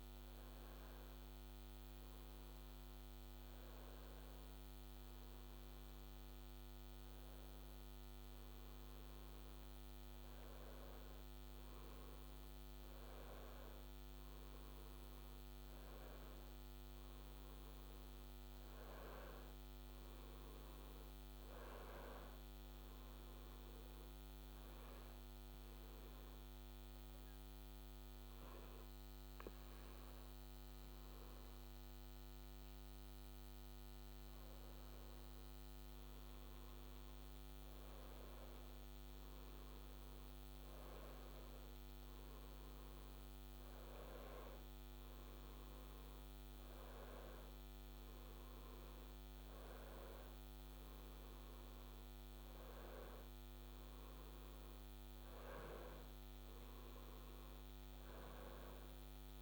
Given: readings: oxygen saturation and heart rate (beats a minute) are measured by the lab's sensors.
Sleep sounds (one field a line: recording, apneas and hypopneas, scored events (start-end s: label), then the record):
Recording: breathing in sleep, hard to hear, by a microphone on the trachea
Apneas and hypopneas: 1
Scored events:
17.00-21.50 s: arousal
18.50-59.42 s: new sleep stage, N2 (light sleep)
24.50-34.50 s: obstructive apnea (oxygen 97% before, 94% lowest, heart rate 71 before, 66 extreme, up 3 after)
36.50-40.50 s: arousal
From the record:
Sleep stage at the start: N1 (lightest sleep)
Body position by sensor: on the back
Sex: male